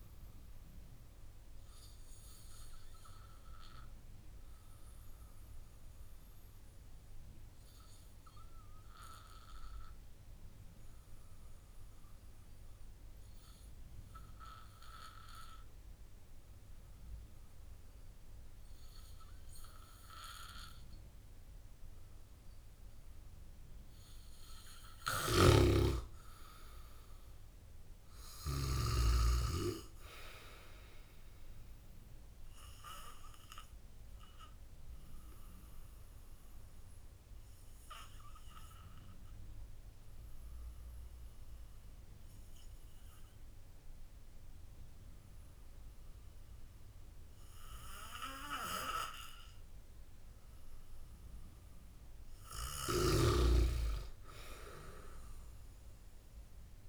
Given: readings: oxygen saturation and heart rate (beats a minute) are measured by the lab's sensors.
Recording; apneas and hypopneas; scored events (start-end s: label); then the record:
breathing in sleep by a room microphone; 2
3.00-24.00 s: obstructive apnea (oxygen 97% before, 93% lowest)
25.00-28.50 s: snoring (device-marked)
26.50-29.50 s: arousal
29.50-47.50 s: oxygen desaturation (device-marked, oxygen 97% before, 93% lowest)
34.50-52.00 s: obstructive apnea (oxygen 97% before, 93% lowest)
53.00-56.89 s: snoring (device-marked)
54.50-56.89 s: arousal
From the record:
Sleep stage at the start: N2 (light sleep); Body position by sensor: on the back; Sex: male